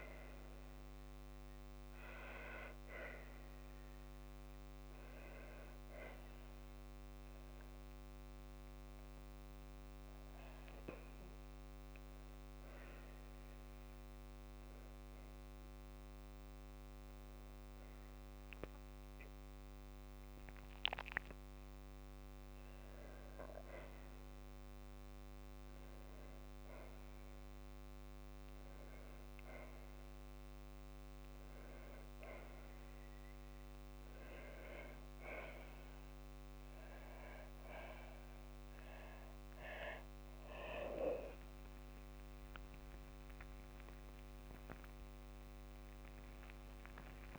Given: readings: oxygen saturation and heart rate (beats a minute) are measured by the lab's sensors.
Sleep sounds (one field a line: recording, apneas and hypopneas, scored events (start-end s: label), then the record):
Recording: breathing in sleep by a microphone on the trachea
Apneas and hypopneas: 1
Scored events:
18.50-21.50 s: arousal
24.00-37.00 s: obstructive apnea (oxygen 98% before, 95% lowest, heart rate 59 before, 56 extreme, up 20 after)
44.00-46.00 s: long interval between heartbeats (device-marked, heart rate 58 before, 76 extreme)
44.00-47.39 s: tachycardia (device-marked, heart rate 61 before, 128 extreme)
45.00-47.39 s: new sleep stage, awake
From the record:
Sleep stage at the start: N2 (light sleep)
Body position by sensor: on the back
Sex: female